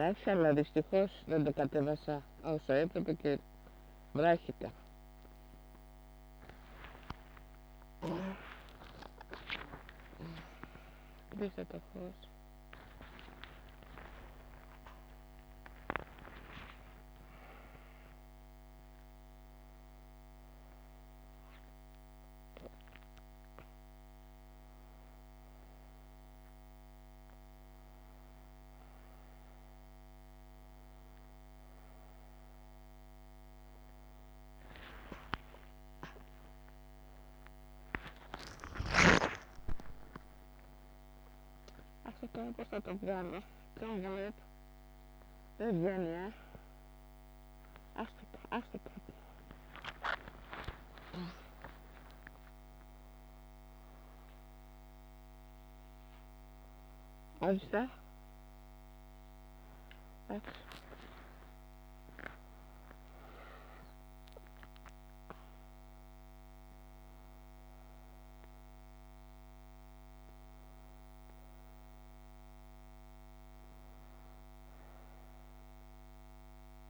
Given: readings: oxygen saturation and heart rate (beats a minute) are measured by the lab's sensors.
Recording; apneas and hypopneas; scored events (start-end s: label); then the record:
a person awake in a sleep study, by a microphone on the trachea; none
none scored
From the record:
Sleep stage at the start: awake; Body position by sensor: on the back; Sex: female